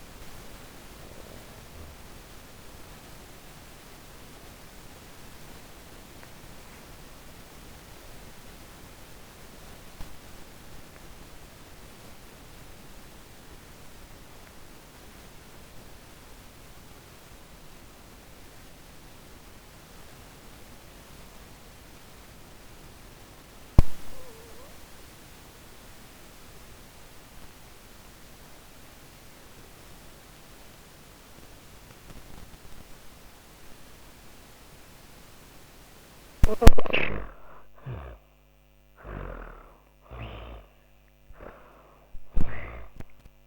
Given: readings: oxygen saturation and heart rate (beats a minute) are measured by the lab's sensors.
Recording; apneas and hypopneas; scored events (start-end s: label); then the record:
breathing in sleep by a microphone on the trachea; 1
0.00-13.00 s: oxygen desaturation (device-marked, oxygen 73% lowest)
2.00-33.50 s: obstructive apnea (oxygen 95% before, 73% lowest)
28.00-43.47 s: oxygen desaturation (device-marked, oxygen 99% before, 79% lowest)
35.50-39.00 s: snoring (device-marked)
36.00-41.00 s: arousal
From the record:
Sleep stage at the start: N2 (light sleep); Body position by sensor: on the back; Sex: female